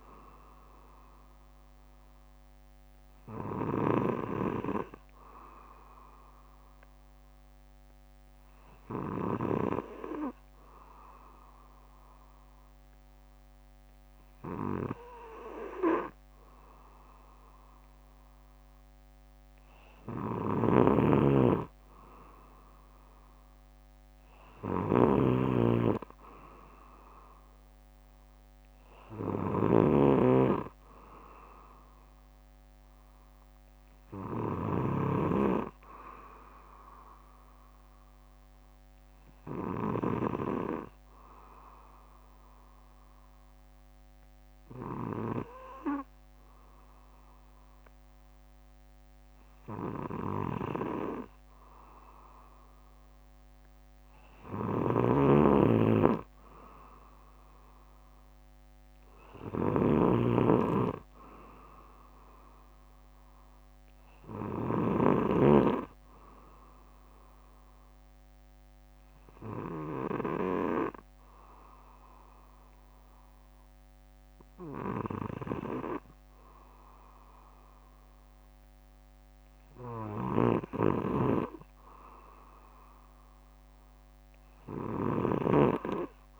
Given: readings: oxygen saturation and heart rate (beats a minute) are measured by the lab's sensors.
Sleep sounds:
breathing in sleep by a microphone on the trachea; 3
5.00-18.50 s: hypopnea (oxygen 95% before, 93% lowest, heart rate 61 before, 56 extreme, up 4 after)
5.50-7.50 s: bradycardia (device-marked, heart rate 61 before, 59 extreme)
8.50-10.50 s: bradycardia (device-marked, heart rate 61 before, 57 extreme)
12.50-22.50 s: bradycardia (device-marked, heart rate 61 before, 57 extreme)
20.50-35.00 s: snoring (device-marked)
21.00-24.50 s: arousal
40.00-51.00 s: obstructive apnea (oxygen 95% before, 93% lowest, heart rate 61 before, 58 extreme, up 9 after)
54.50-65.00 s: snoring (device-marked)
55.00-58.00 s: arousal
57.50-59.50 s: bradycardia (device-marked, heart rate 61 before, 58 extreme)
66.50-68.50 s: bradycardia (device-marked, heart rate 61 before, 66 extreme)
67.00-79.00 s: obstructive apnea (oxygen 95% before, 93% lowest, heart rate 62 before, 56 extreme, up 7 after)
76.50-78.50 s: bradycardia (device-marked, heart rate 61 before, 62 extreme)
80.50-83.50 s: arousal
85.00-86.40 s: snoring (device-marked)
From the record:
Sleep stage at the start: N2 (light sleep); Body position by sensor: on the back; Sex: male

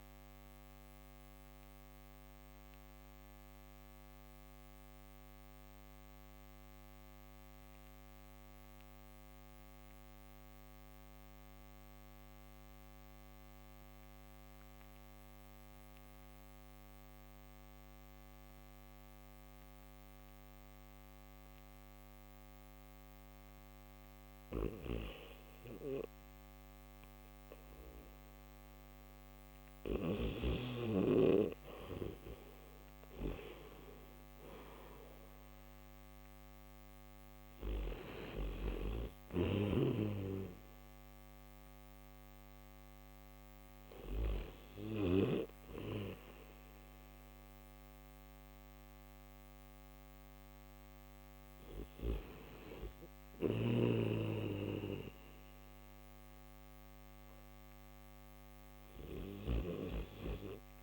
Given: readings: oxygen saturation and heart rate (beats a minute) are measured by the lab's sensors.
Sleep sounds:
breathing in sleep by a microphone on the trachea; none
20.50-47.50 s: oxygen desaturation (device-marked, oxygen 97% before, 91% lowest, heart rate 59 before, 58 extreme)
24.00-29.50 s: snoring (device-marked)
52.50-59.00 s: snoring (device-marked)
From the record:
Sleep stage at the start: N1 (lightest sleep); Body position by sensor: on the back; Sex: male

